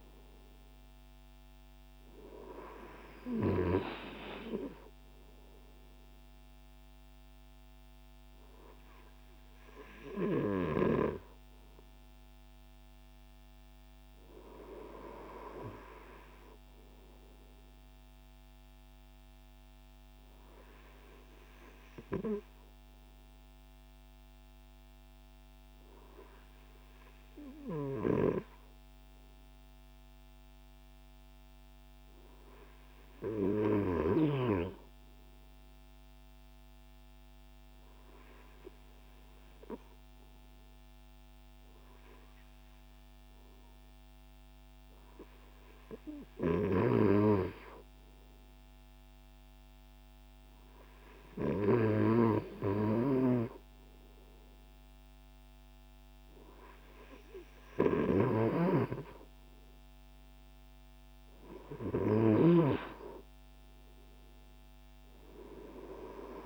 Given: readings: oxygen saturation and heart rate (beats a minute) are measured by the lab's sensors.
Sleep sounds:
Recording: breathing in sleep by a microphone on the trachea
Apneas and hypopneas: 1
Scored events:
18.00-32.00 s: obstructive apnea (oxygen 98% before, 96% lowest, heart rate 62 before, 57 extreme, up 4 after)
35.00-38.50 s: arousal
From the record:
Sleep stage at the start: REM sleep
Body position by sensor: on the front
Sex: male

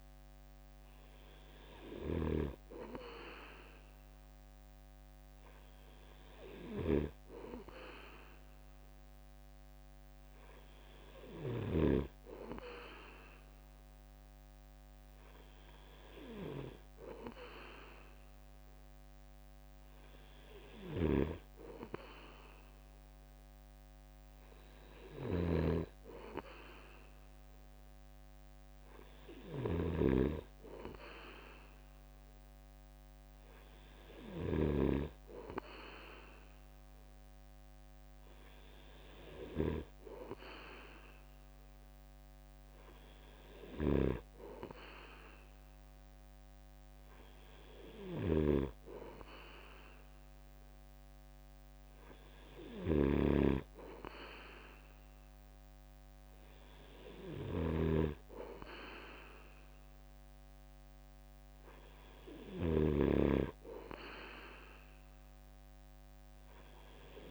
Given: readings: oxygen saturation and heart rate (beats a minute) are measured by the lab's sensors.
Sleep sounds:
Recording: breathing in sleep by a microphone on the trachea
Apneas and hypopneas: none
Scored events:
0.00-2.00 s: snoring (device-marked)
20.50-67.31 s: snoring (device-marked)
From the record:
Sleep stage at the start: N3 (deep sleep)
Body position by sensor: on the right side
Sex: male

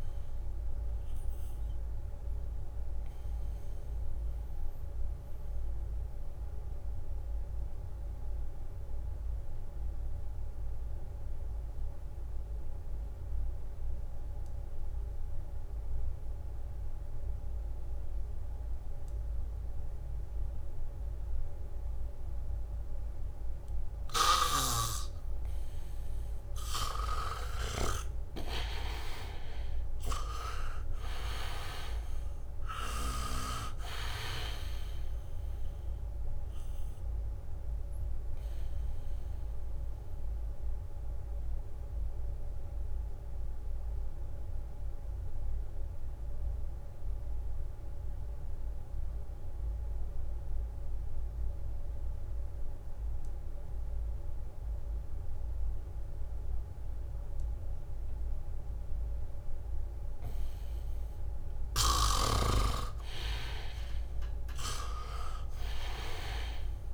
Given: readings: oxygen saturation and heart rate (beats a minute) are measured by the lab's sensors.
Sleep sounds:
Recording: breathing in sleep by a room microphone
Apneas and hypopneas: 2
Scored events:
0.00-3.50 s: leg movement (device-marked)
0.00-15.50 s: oxygen desaturation (device-marked, oxygen 76% lowest, heart rate 62 extreme)
2.00-26.50 s: mixed apnea (oxygen 99% before, 76% lowest, heart rate 68 before, 62 extreme, up 3 after)
20.50-56.50 s: oxygen desaturation (device-marked, oxygen 99% before, 78% lowest, heart rate 72 before, 62 extreme)
23.50-26.50 s: leg movement (device-marked)
26.50-31.50 s: leg movement (device-marked)
28.00-31.00 s: arousal
33.00-34.00 s: leg movement (device-marked)
38.50-61.50 s: mixed apnea (oxygen 99% before, 78% lowest, heart rate 67 before, 65 extreme, up 1 after)
58.50-66.94 s: oxygen desaturation (device-marked, oxygen 99% before, 79% lowest, heart rate 71 before, 64 extreme)
63.50-66.50 s: arousal
From the record:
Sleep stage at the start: N2 (light sleep)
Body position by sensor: on the back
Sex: male

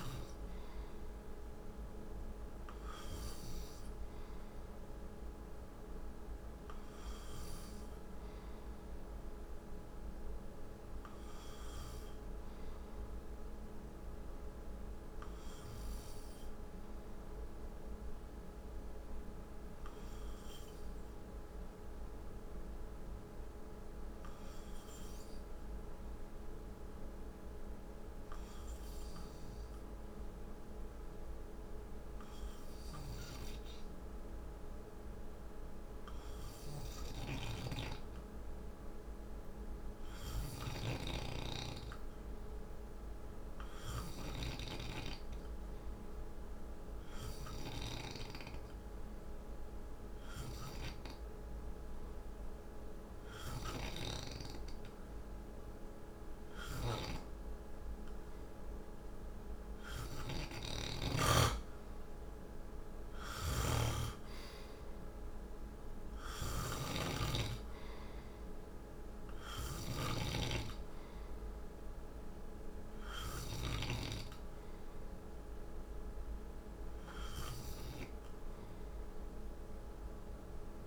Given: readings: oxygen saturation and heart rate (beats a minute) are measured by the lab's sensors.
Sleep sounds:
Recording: breathing in sleep by a room microphone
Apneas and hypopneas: 1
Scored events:
12.00-57.00 s: hypopnea (oxygen 96% before, 91% lowest, heart rate 57 before, 54 extreme, up 5 after)
35.00-40.00 s: oxygen desaturation (device-marked, oxygen 97% before, 94% lowest, heart rate 57 before, 56 extreme)
56.00-60.50 s: snoring (device-marked)
60.00-64.00 s: arousal
62.50-73.50 s: snoring (device-marked)
From the record:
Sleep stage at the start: N2 (light sleep)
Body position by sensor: on the right side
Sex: male

